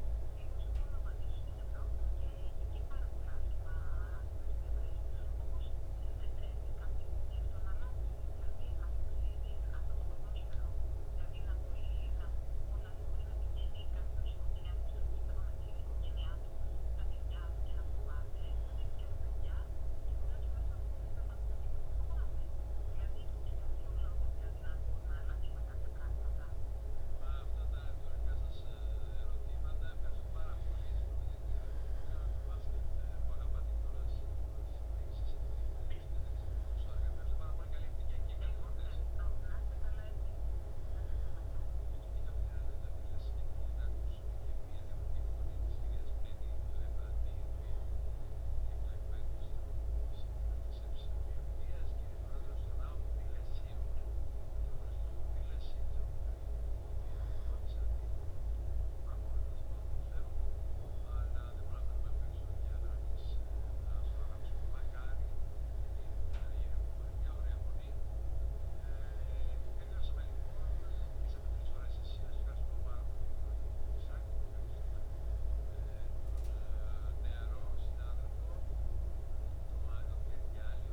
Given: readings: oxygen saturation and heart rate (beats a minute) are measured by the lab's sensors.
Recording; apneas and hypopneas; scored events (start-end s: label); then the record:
breathing in sleep, hard to hear, by a room microphone; 2
1.50-13.00 s: obstructive apnea (oxygen 97% before, 95% lowest, heart rate 66 before, 65 extreme, up 1 after)
15.00-19.00 s: arousal
42.00-54.00 s: mixed apnea (oxygen 97% before, 95% lowest, heart rate 66 before, 64 extreme, up 0 after)
56.00-59.00 s: arousal
From the record:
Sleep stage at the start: N2 (light sleep); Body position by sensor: on the back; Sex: male